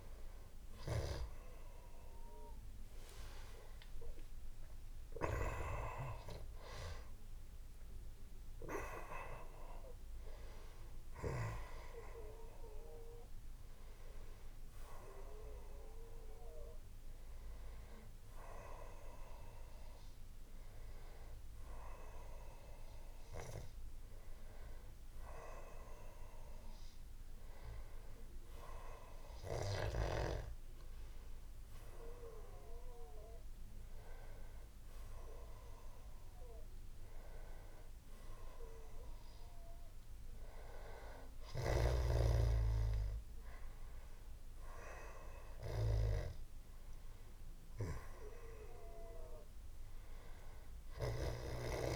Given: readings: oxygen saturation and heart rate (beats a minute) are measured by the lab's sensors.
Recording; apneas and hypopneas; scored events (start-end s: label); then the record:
a person partly awake in a sleep study, by a room microphone; none
15.50-51.96 s: new sleep stage, N1 (lightest sleep)
From the record:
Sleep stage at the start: awake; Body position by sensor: on the back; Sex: male